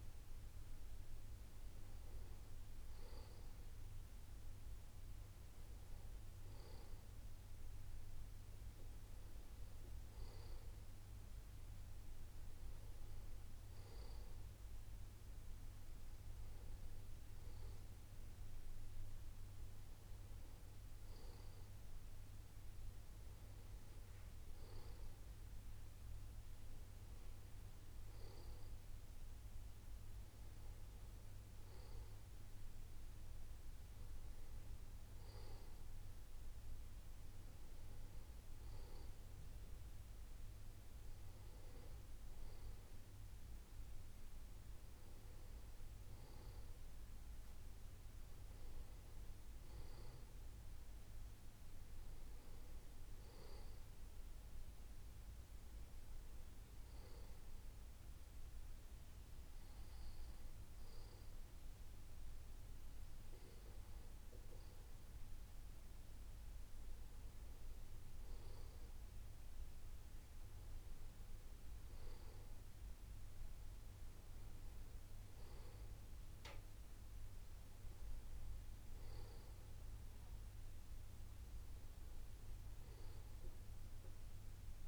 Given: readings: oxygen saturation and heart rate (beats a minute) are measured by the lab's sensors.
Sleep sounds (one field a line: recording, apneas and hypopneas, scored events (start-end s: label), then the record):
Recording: breathing in sleep, hard to hear, by a room microphone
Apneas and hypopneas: none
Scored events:
none scored
From the record:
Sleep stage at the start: N2 (light sleep)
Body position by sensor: on the back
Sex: male